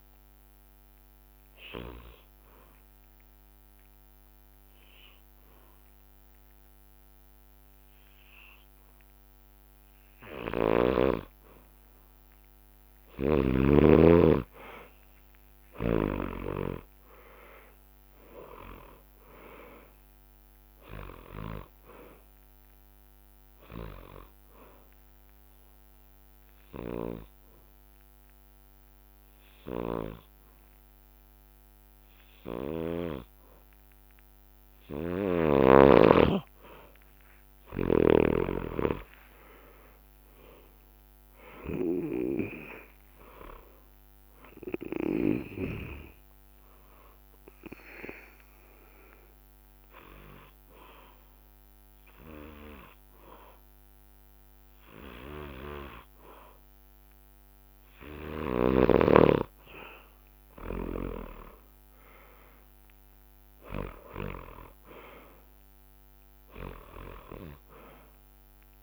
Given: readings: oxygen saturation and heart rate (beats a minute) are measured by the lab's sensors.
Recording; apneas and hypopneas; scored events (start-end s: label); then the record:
breathing in sleep by a microphone on the trachea; 3
0.00-7.00 s: drop in pulse transit time (device-marked, heart rate 62 extreme)
1.50-12.00 s: obstructive apnea (oxygen 96% before, 90% lowest, heart rate 68 before, 56 extreme, up 12 after)
4.00-14.00 s: bradycardia (device-marked, heart rate 66 before, 57 extreme)
16.00-19.50 s: arousal
24.00-33.00 s: bradycardia (device-marked, heart rate 66 before, 56 extreme)
24.00-41.00 s: oxygen desaturation (device-marked, oxygen 95% before, 90% lowest, heart rate 63 before, 56 extreme)
24.50-35.00 s: obstructive apnea (oxygen 96% before, 90% lowest, heart rate 63 before, 56 extreme, up 17 after)
37.50-42.00 s: arousal
39.00-49.00 s: drop in pulse transit time (device-marked, heart rate 62 before, 66 extreme)
48.00-58.00 s: obstructive apnea (oxygen 97% before, 92% lowest, heart rate 64 before, 58 extreme, up 10 after)
50.00-57.00 s: bradycardia (device-marked, heart rate 66 before, 59 extreme)
61.50-65.00 s: arousal
From the record:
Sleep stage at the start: N2 (light sleep); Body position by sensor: on the back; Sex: male